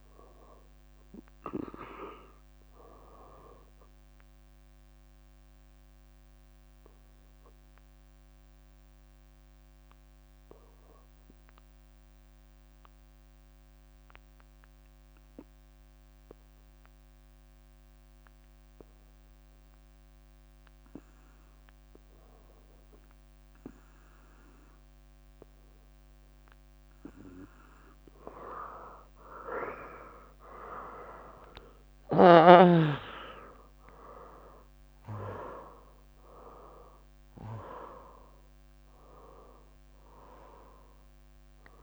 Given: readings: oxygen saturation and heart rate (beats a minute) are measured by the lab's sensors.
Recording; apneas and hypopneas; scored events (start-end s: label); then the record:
breathing in sleep by a microphone on the trachea; 1
0.00-3.00 s: leg movement (device-marked)
6.00-18.50 s: obstructive apnea (oxygen 97% before, 92% lowest, heart rate 68 before, 65 extreme, up 6 after)
29.00-33.50 s: arousal
29.50-41.83 s: oxygen desaturation (device-marked, oxygen 96% before, 92% lowest, heart rate 68 before, 66 extreme)
From the record:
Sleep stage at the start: REM sleep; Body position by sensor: on the right side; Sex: female